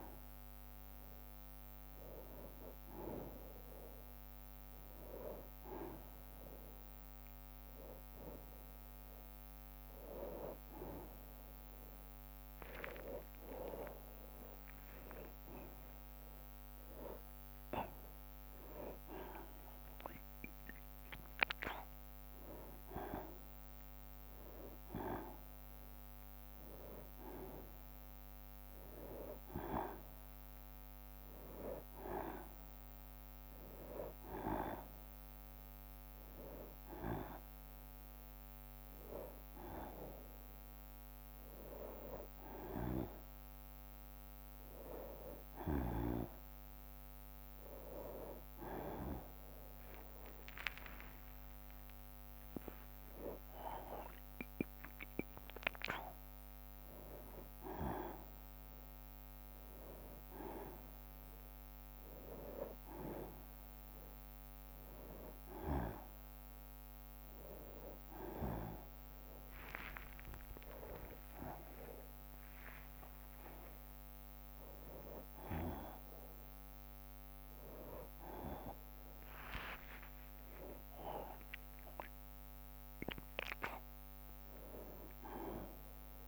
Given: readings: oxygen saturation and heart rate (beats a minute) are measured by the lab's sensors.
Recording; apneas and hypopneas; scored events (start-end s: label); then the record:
a person awake in a sleep study, by a microphone on the trachea; none
0.00-2.50 s: bradycardia (device-marked, heart rate 58 extreme)
13.50-18.50 s: tachycardia (device-marked, heart rate 97 before, 106 extreme)
15.00-17.00 s: long interval between heartbeats (device-marked, heart rate 64 before, 81 extreme)
28.50-30.50 s: long interval between heartbeats (device-marked, heart rate 81 before, 71 extreme)
38.00-40.00 s: long interval between heartbeats (device-marked, heart rate 78 before, 73 extreme)
55.50-70.50 s: bradycardia (device-marked, heart rate 95 before, 53 extreme)
78.50-82.50 s: bradycardia (device-marked, heart rate 93 before, 56 extreme)
From the record:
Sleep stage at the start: awake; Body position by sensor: on the back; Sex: male